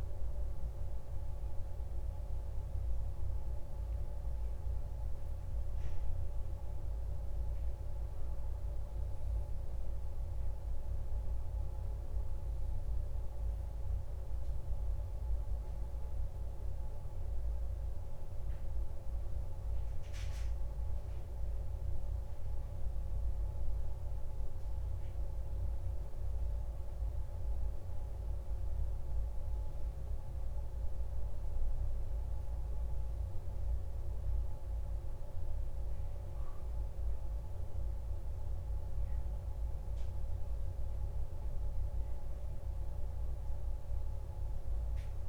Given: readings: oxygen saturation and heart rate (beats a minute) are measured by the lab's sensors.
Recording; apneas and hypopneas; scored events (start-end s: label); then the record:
breathing in sleep, hard to hear, by a room microphone; none
none scored
From the record:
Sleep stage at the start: N1 (lightest sleep); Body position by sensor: on the back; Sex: male